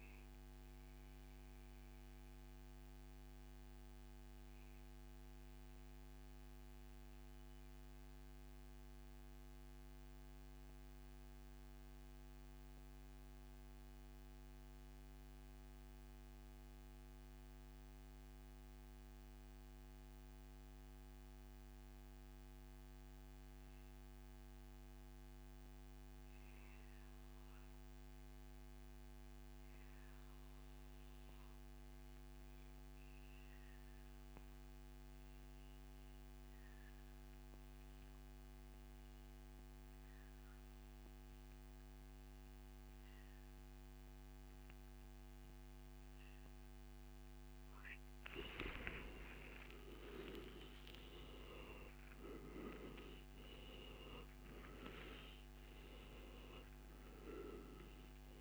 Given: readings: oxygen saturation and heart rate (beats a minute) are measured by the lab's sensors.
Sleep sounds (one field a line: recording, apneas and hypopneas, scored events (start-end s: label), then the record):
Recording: breathing in sleep by a microphone on the trachea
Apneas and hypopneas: 1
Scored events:
1.00-46.50 s: mixed apnea (oxygen 98% before, 90% lowest, heart rate 142 before, 81 extreme, up 60 after)
33.50-54.50 s: oxygen desaturation (device-marked, oxygen 98% before, 93% lowest, heart rate 144 before, 81 extreme)
34.00-36.00 s: long interval between heartbeats (device-marked, heart rate 144 before, 131 extreme)
48.50-53.50 s: arousal
From the record:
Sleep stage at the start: N2 (light sleep)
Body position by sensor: on the back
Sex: male